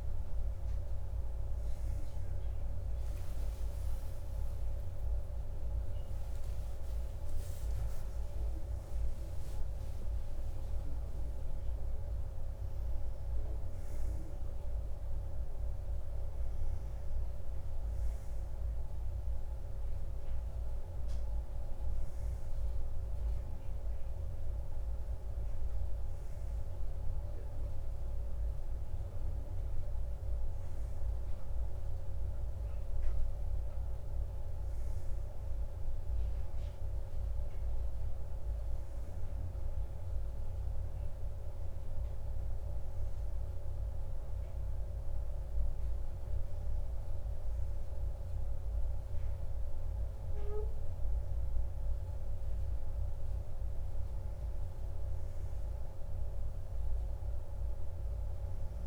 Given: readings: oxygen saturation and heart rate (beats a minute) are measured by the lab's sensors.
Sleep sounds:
breathing in sleep, hard to hear, by a room microphone; none
6.00-11.50 s: arousal
56.00-58.87 s: new sleep stage, N2 (light sleep)
From the record:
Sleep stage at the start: N1 (lightest sleep); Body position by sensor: on the right side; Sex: male

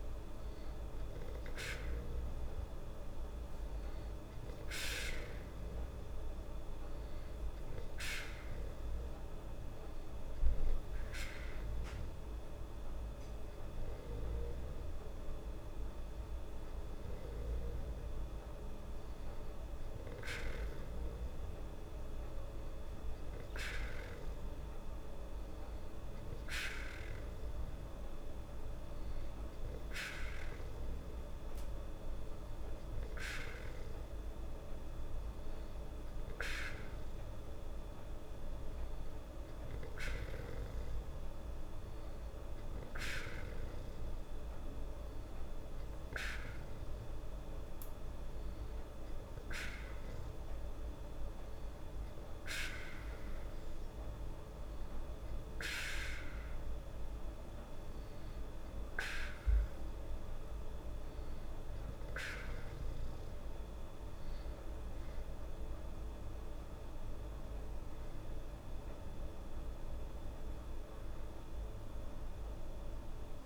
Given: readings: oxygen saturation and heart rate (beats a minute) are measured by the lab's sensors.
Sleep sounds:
breathing in sleep by a room microphone; none
none scored
From the record:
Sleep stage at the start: N2 (light sleep); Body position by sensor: on the back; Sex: female

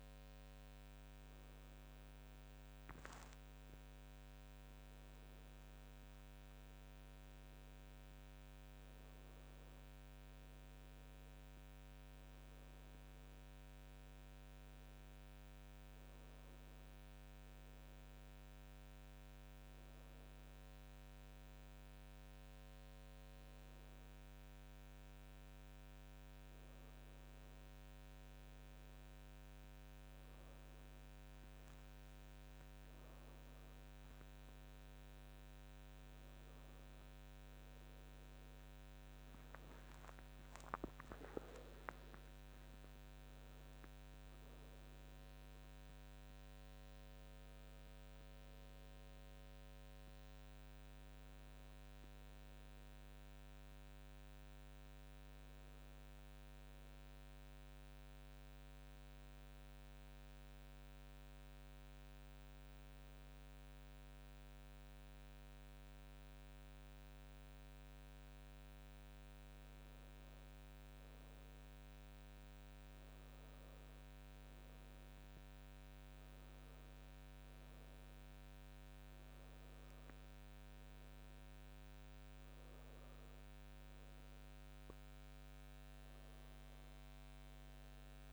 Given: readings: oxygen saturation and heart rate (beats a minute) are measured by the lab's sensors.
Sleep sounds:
a person partly awake in a sleep study, hard to hear, by a microphone on the trachea; none
27.50-57.50 s: new sleep stage, awake
40.50-42.50 s: long interval between heartbeats (device-marked, heart rate 66 before, 105 extreme)
57.50-88.33 s: new sleep stage, N2 (light sleep)
From the record:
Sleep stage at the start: N2 (light sleep); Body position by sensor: on the back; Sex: female

